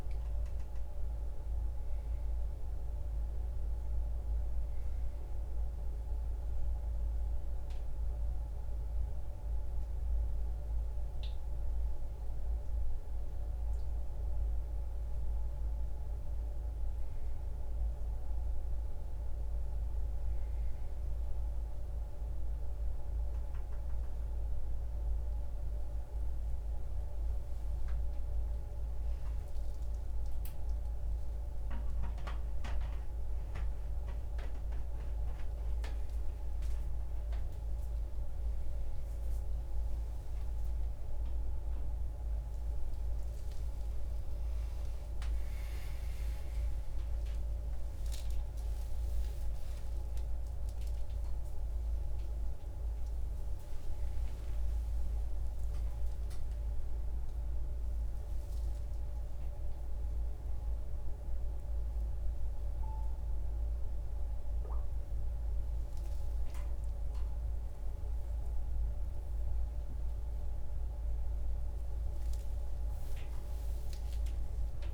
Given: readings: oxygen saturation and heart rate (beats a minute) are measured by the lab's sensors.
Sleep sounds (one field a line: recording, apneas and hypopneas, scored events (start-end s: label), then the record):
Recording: a person awake in a sleep study, hard to hear, by a room microphone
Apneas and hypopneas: none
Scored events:
none scored
From the record:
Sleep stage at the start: awake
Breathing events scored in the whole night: 518 in 7.1 hours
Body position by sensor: upright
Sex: male